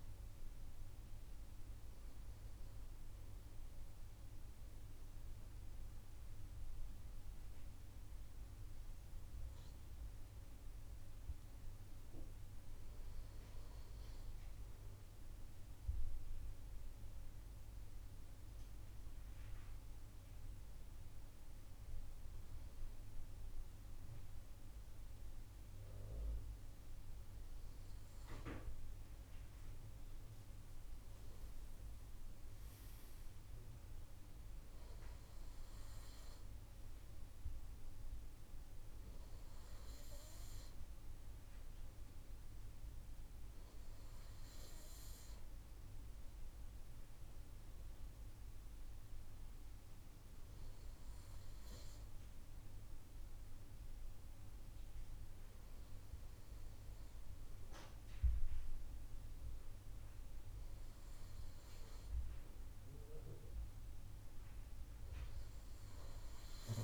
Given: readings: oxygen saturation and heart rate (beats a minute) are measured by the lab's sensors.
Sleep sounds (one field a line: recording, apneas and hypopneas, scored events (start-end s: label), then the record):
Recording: breathing in sleep, hard to hear, by a room microphone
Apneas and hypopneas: none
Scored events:
none scored
From the record:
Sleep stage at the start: N2 (light sleep)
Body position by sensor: on the right side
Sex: male